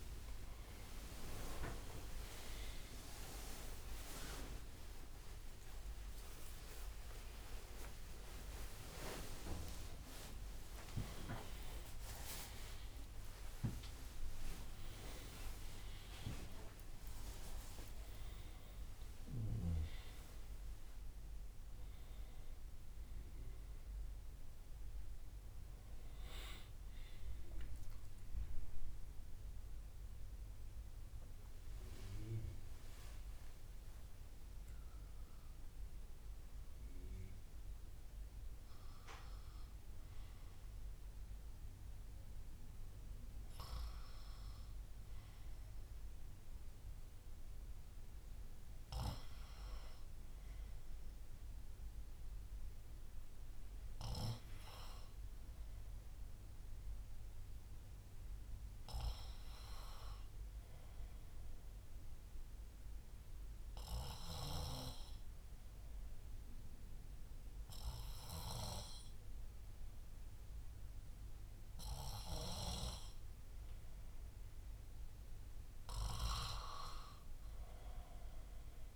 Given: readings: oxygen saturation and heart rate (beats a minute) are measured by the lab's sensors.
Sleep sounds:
a person awake in a sleep study, by a room microphone; none
0.00-9.00 s: drop in pulse transit time (device-marked, heart rate 94 extreme)
0.00-11.00 s: tachycardia (device-marked, heart rate 126 extreme)
4.50-6.50 s: long interval between heartbeats (device-marked, heart rate 84 before, 115 extreme)
7.50-9.50 s: long interval between heartbeats (device-marked, heart rate 90 before, 119 extreme)
16.50-18.50 s: long interval between heartbeats (device-marked, heart rate 105 before, 100 extreme)
32.50-34.50 s: long interval between heartbeats (device-marked, heart rate 89 before, 89 extreme)
47.00-78.96 s: new sleep stage, N2 (light sleep)
77.00-78.96 s: arousal
From the record:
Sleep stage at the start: awake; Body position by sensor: on the back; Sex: male

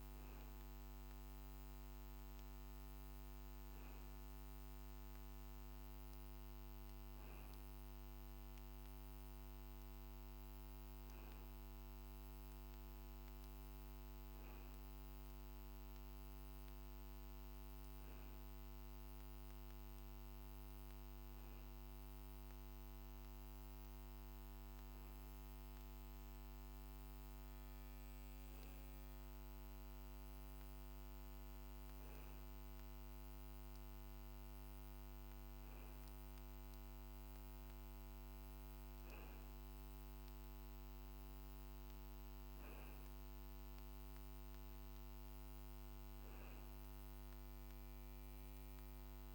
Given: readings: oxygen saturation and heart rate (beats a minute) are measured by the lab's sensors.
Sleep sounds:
breathing in sleep, hard to hear, by a microphone on the trachea; none
none scored
From the record:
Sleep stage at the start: N2 (light sleep); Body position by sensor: on the back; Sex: male

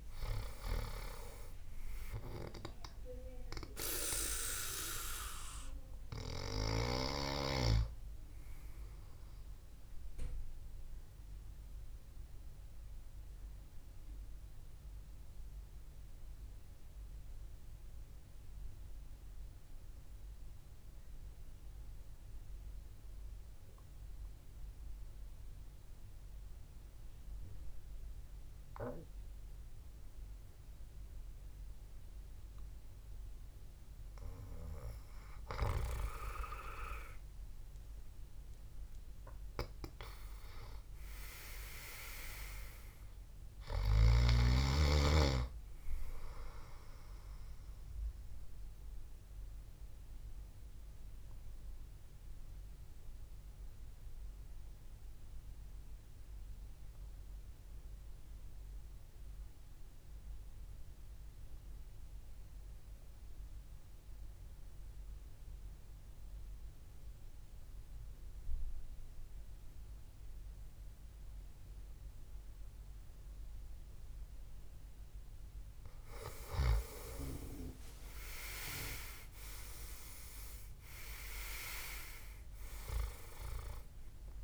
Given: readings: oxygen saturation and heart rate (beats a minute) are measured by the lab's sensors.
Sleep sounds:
breathing in sleep by a room microphone; 2
2.00-23.00 s: oxygen desaturation (device-marked, oxygen 96% before, 90% lowest, heart rate 60 before, 60 extreme)
10.50-35.00 s: obstructive apnea (oxygen 99% before, 90% lowest, heart rate 62 before, 60 extreme)
34.00-52.00 s: oxygen desaturation (device-marked, oxygen 100% before, 91% lowest, heart rate 71 before, 56 extreme)
36.50-40.50 s: arousal
49.00-77.50 s: obstructive apnea (oxygen 100% before, 89% lowest, heart rate 65 before, 55 extreme, up 7 after)
78.50-82.50 s: arousal
81.00-84.44 s: oxygen desaturation (device-marked, oxygen 97% before, 89% lowest, heart rate 62 before, 60 extreme)
From the record:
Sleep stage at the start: N2 (light sleep); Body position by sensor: on the back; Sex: male

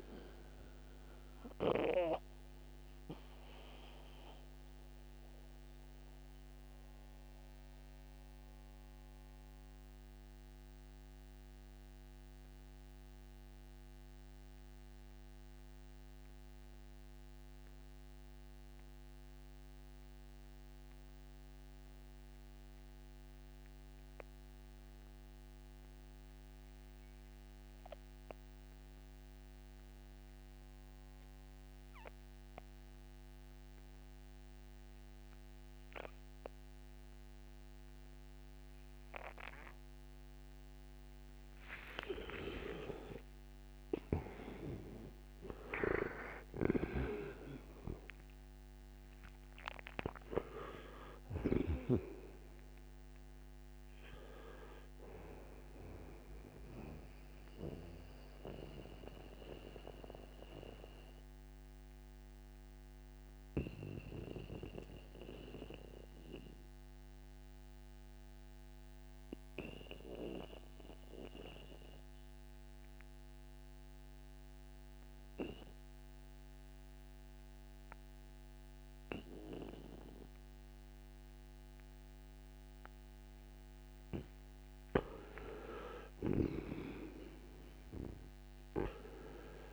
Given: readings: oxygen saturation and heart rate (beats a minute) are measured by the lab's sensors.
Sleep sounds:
breathing in sleep by a microphone on the trachea; 2
0.00-19.50 s: oxygen desaturation (device-marked, oxygen 82% lowest, heart rate 57 extreme)
1.50-41.00 s: mixed apnea (oxygen 98% before, 78% lowest, heart rate 69 before, 57 extreme, up 17 after)
31.50-78.50 s: oxygen desaturation (device-marked, oxygen 98% before, 78% lowest, heart rate 62 before, 58 extreme)
42.50-48.00 s: arousal
46.50-51.50 s: snoring (device-marked)
56.50-82.50 s: obstructive apnea (oxygen 97% before, 78% lowest, heart rate 69 before, 58 extreme, up 19 after)
83.50-88.50 s: arousal
From the record:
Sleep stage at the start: N2 (light sleep); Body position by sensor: on the right side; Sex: male

